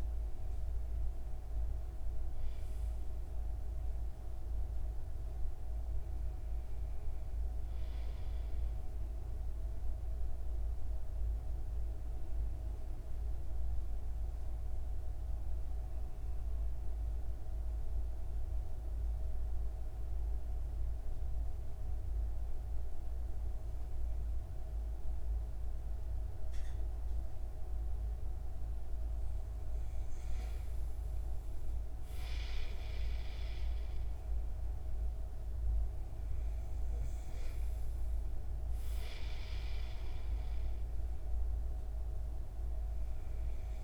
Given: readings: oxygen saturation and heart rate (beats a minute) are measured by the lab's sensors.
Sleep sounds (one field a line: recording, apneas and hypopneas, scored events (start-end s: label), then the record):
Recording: breathing in sleep, hard to hear, by a room microphone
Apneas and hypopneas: 1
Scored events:
0.00-7.00 s: oxygen desaturation (device-marked, oxygen 92% lowest)
10.00-28.50 s: obstructive apnea (oxygen 98% before, 93% lowest)
31.50-34.50 s: arousal
35.00-43.83 s: oxygen desaturation (device-marked, oxygen 96% before, 93% lowest)
From the record:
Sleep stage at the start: N2 (light sleep)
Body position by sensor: on the right side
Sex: male